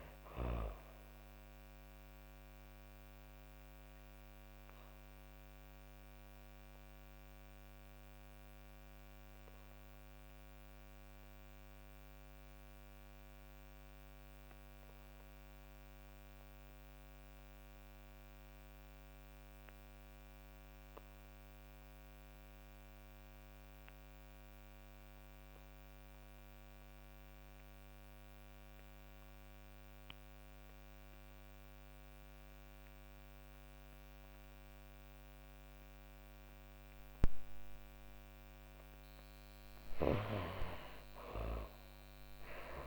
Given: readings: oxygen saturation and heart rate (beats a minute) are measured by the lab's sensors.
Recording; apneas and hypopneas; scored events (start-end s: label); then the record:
breathing in sleep by a microphone on the trachea; 1
0.00-17.50 s: oxygen desaturation (device-marked, oxygen 82% lowest, heart rate 95 extreme)
2.50-38.00 s: obstructive apnea (oxygen 99% before, 80% lowest, heart rate 154 before, 95 extreme, up 40 after)
30.50-42.87 s: oxygen desaturation (device-marked, oxygen 98% before, 80% lowest, heart rate 132 before, 135 extreme)
39.00-42.87 s: arousal
From the record:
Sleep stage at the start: N2 (light sleep); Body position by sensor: on the back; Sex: female